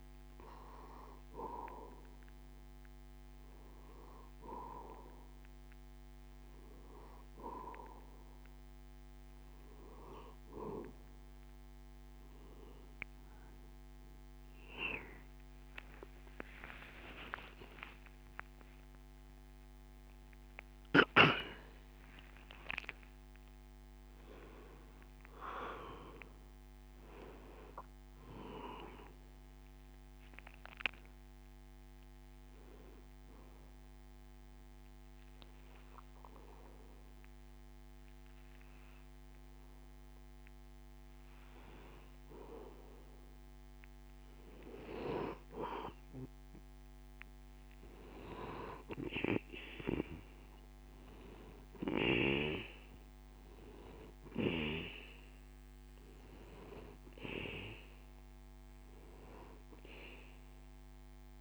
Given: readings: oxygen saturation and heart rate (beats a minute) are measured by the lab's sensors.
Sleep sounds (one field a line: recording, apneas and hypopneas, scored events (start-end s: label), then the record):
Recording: a person partly awake in a sleep study, by a microphone on the trachea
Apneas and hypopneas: none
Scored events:
11.00-41.00 s: new sleep stage, awake
41.00-61.41 s: new sleep stage, N2 (light sleep)
56.00-61.41 s: oxygen desaturation (device-marked, oxygen 96% before, 93% lowest)
From the record:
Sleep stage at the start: N2 (light sleep)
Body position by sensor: on the back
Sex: male